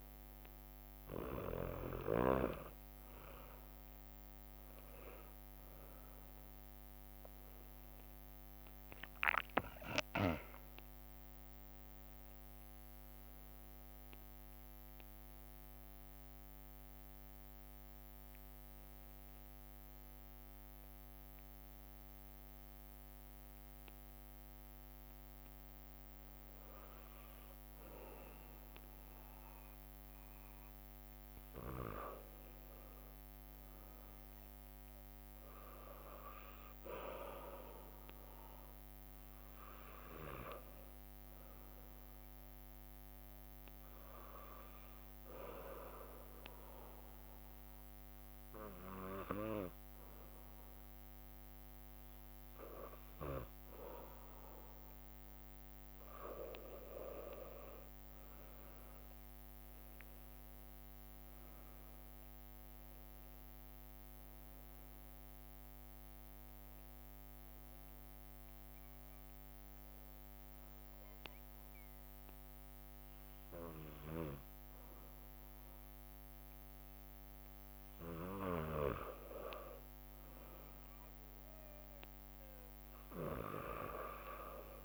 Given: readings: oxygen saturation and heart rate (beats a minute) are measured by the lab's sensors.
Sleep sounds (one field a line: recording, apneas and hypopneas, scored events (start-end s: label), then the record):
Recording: breathing in sleep by a microphone on the trachea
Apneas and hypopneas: 2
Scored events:
3.00-7.00 s: leg movement (device-marked)
5.50-10.50 s: arousal
29.50-60.50 s: drop in pulse transit time (device-marked, heart rate 68 before, 63 extreme)
37.50-41.00 s: arousal
43.50-56.00 s: hypopnea (oxygen 97% before, 94% lowest, heart rate 65 before, 61 extreme, up 5 after)
58.50-65.00 s: leg movement (device-marked)
60.00-65.00 s: arousal
70.50-80.50 s: obstructive apnea (oxygen 97% before, 93% lowest, heart rate 66 before, 61 extreme, up 3 after)
75.50-84.84 s: drop in pulse transit time (device-marked, heart rate 65 before, 61 extreme)
83.50-84.84 s: arousal
From the record:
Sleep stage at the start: N2 (light sleep)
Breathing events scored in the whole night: 150 in 4.4 hours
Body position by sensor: on the back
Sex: male